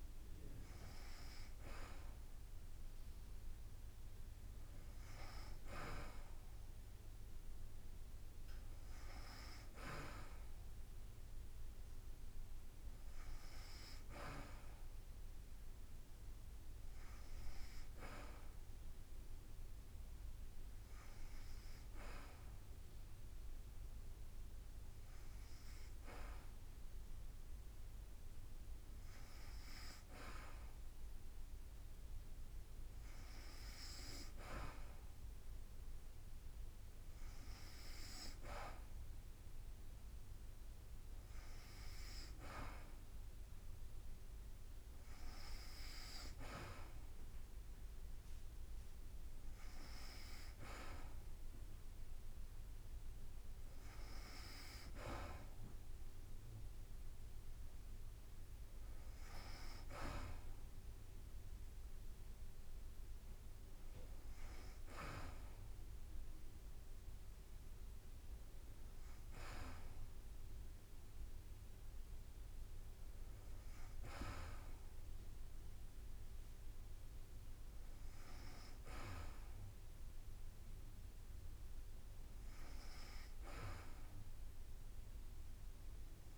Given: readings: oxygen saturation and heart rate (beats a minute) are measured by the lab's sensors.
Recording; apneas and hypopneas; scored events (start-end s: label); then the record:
breathing in sleep by a room microphone; none
49.00-64.00 s: drop in pulse transit time (device-marked, heart rate 53 before, 53 extreme)
From the record:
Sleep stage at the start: N2 (light sleep); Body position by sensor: on the back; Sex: female